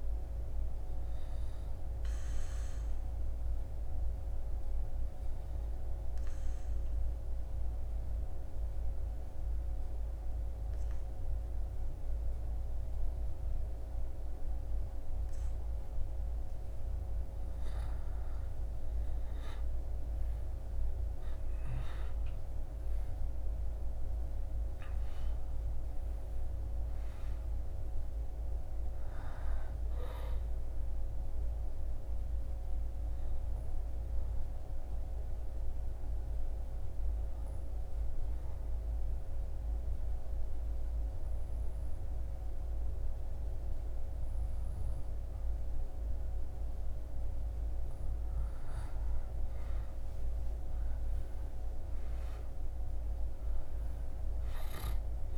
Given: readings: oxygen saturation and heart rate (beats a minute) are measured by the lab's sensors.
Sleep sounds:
breathing in sleep, hard to hear, by a room microphone; 2
1.00-17.00 s: obstructive apnea (oxygen 98% before, 95% lowest, heart rate 67 before, 62 extreme, up 14 after)
19.50-23.50 s: arousal
30.00-47.50 s: obstructive apnea (oxygen 98% before, 95% lowest, heart rate 73 before, 62 extreme, up 13 after)
49.50-53.50 s: arousal
From the record:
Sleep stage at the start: N2 (light sleep); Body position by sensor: on the back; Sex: male

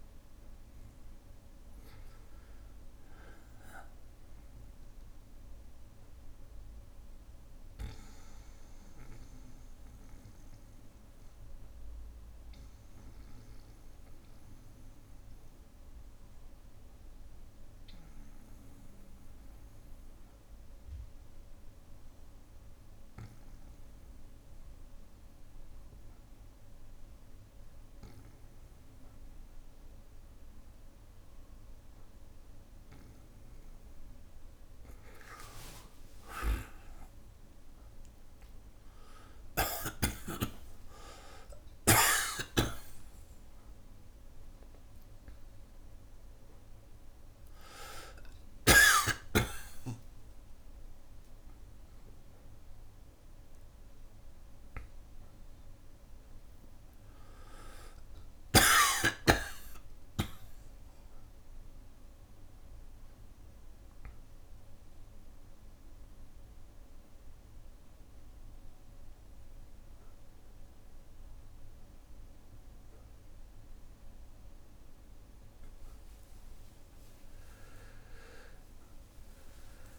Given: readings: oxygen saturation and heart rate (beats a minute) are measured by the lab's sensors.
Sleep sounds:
a person partly awake in a sleep study, by a room microphone; 1
0.00-18.00 s: oxygen desaturation (device-marked, oxygen 93% lowest, heart rate 57 extreme)
6.00-22.00 s: bradycardia (device-marked, heart rate 61 before, 57 extreme)
6.00-32.50 s: obstructive apnea (oxygen 98% before, 91% lowest, heart rate 65 before, 29 extreme, up 49 after)
31.00-57.00 s: oxygen desaturation (device-marked, oxygen 98% before, 92% lowest, heart rate 59 before, 29 extreme)
35.50-37.50 s: long interval between heartbeats (device-marked, heart rate 59 before, 79 extreme)
39.00-42.00 s: tachycardia (device-marked, heart rate 61 before, 108 extreme)
40.50-42.50 s: long interval between heartbeats (device-marked, heart rate 65 before, 98 extreme)
42.50-44.50 s: long interval between heartbeats (device-marked, heart rate 70 before, 106 extreme)
44.00-79.99 s: new sleep stage, awake
45.00-49.00 s: bradycardia (device-marked, heart rate 61 before, 29 extreme)
49.50-51.50 s: long interval between heartbeats (device-marked, heart rate 79 before, 44 extreme)
57.00-62.00 s: tachycardia (device-marked, heart rate 61 before, 103 extreme)
59.50-61.50 s: long interval between heartbeats (device-marked, heart rate 76 before, 84 extreme)
76.00-78.00 s: long interval between heartbeats (device-marked, heart rate 76 before, 71 extreme)
From the record:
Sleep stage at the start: N2 (light sleep); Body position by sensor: on the back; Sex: male

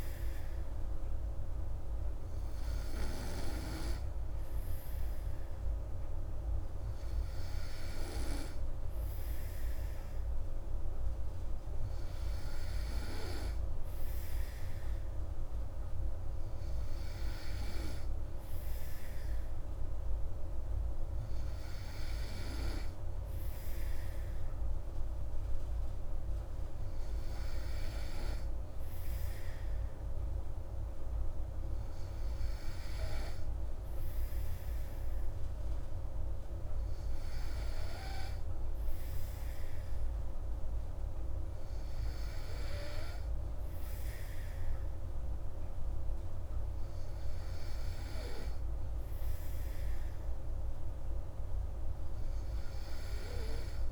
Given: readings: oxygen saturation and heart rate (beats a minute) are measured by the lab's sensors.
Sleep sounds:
breathing in sleep by a room microphone; none
none scored
From the record:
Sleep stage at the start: N2 (light sleep); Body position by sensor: on the back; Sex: female

